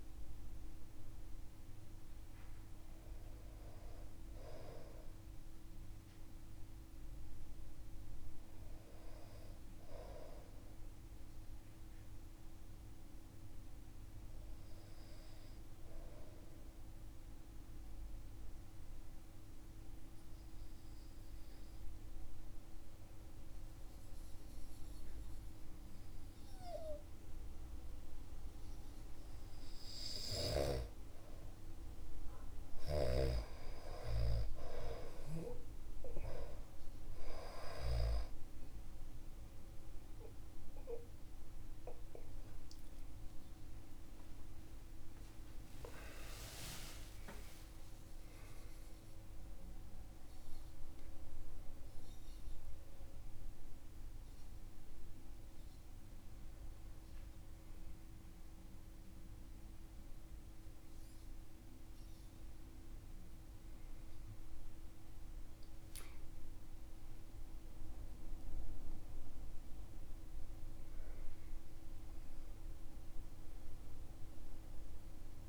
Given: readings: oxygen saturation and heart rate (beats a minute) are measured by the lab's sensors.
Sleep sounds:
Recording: breathing in sleep by a room microphone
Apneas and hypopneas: 1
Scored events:
0.00-3.00 s: oxygen desaturation (device-marked, oxygen 91% lowest)
16.00-29.50 s: obstructive apnea (oxygen 99% before, 91% lowest)
28.00-68.00 s: oxygen desaturation (device-marked, oxygen 98% before, 91% lowest)
38.00-68.00 s: new sleep stage, N1 (lightest sleep)
42.00-46.50 s: arousal
68.00-75.49 s: new sleep stage, N2 (light sleep)
From the record:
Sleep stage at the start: N2 (light sleep)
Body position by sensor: on the back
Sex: male

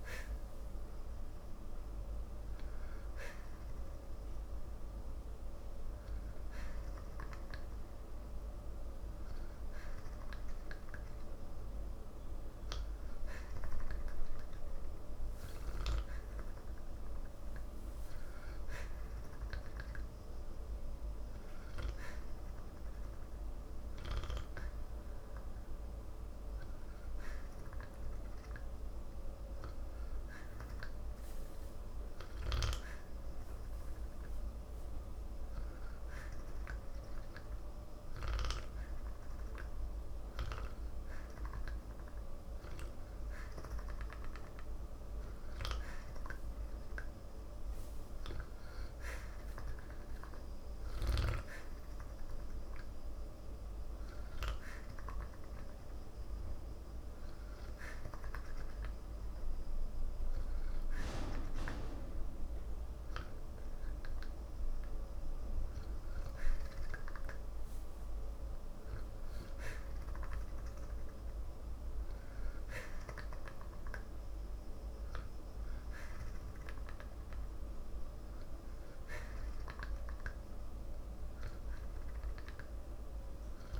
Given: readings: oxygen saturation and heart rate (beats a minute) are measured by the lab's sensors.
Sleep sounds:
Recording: breathing in sleep by a room microphone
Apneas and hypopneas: none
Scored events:
none scored
From the record:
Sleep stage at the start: N2 (light sleep)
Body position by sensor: on the back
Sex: male

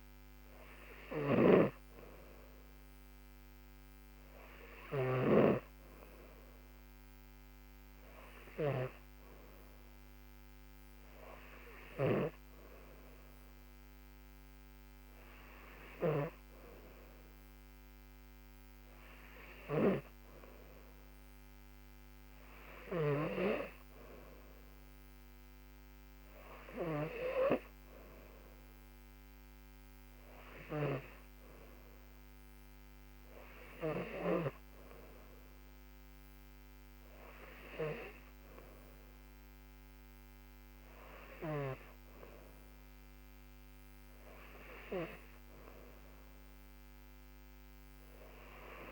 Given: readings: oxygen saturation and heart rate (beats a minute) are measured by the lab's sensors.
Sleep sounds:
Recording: breathing in sleep by a microphone on the trachea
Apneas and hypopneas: none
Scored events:
0.00-5.50 s: snoring (device-marked)
From the record:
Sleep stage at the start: N2 (light sleep)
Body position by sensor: on the back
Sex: female

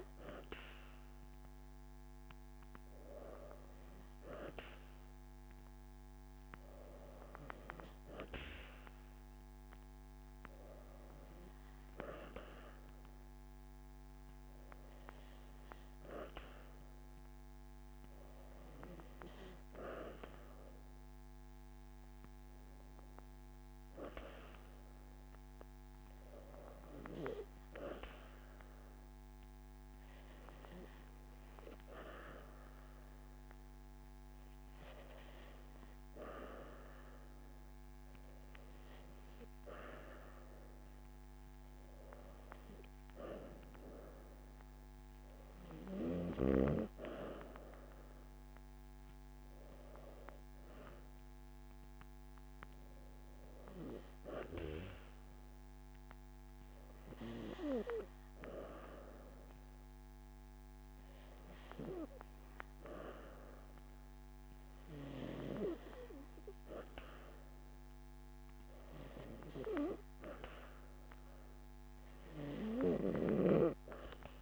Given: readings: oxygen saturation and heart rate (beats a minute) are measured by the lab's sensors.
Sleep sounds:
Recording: breathing in sleep by a microphone on the trachea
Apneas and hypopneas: none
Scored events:
40.00-42.00 s: long interval between heartbeats (device-marked)
From the record:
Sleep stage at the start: N2 (light sleep)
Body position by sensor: on the back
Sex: female

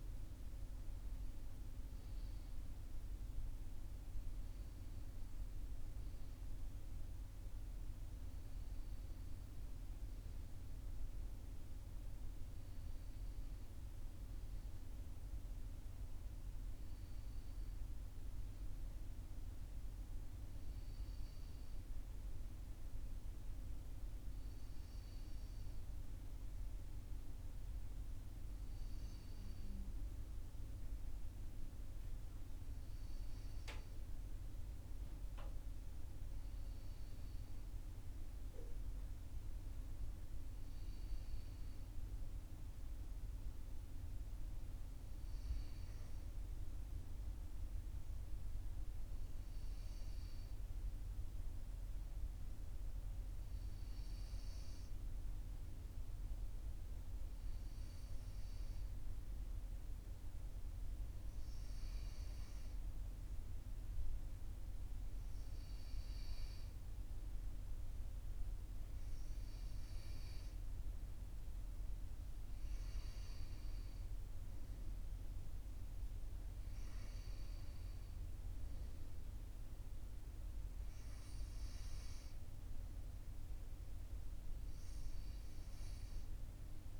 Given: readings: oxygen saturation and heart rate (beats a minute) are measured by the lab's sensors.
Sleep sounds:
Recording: breathing in sleep, hard to hear, by a room microphone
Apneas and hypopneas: none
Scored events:
55.50-87.00 s: new sleep stage, N2 (light sleep)
From the record:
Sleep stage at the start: N1 (lightest sleep)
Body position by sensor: on the right side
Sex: male

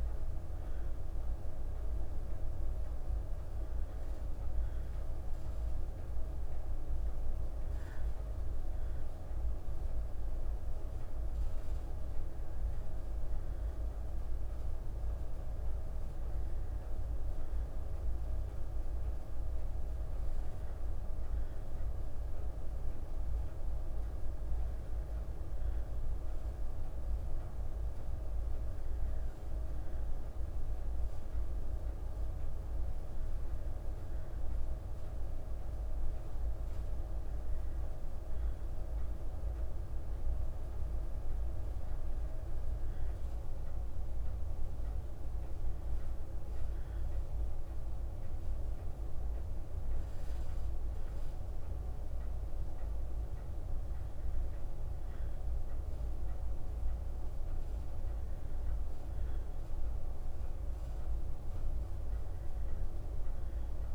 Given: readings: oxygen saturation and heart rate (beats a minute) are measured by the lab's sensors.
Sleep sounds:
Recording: breathing in sleep, hard to hear, by a room microphone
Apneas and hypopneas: none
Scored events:
12.50-63.95 s: new sleep stage, N3 (deep sleep)
From the record:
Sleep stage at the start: N2 (light sleep)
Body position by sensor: on the back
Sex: female

